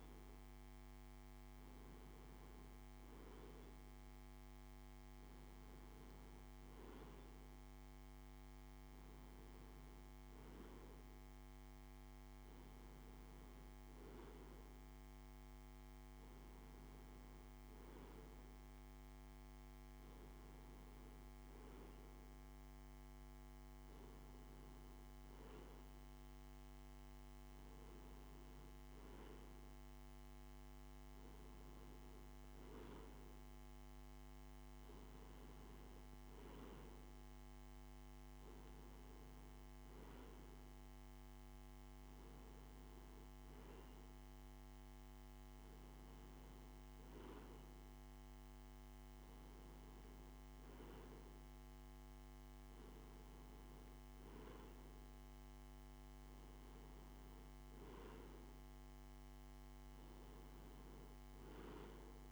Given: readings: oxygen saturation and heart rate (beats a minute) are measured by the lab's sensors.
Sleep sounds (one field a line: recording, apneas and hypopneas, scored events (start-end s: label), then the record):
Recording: breathing in sleep, hard to hear, by a microphone on the trachea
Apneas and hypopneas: none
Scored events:
7.00-62.32 s: new sleep stage, N2 (light sleep)
From the record:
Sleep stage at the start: N1 (lightest sleep)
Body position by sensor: on the right side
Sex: male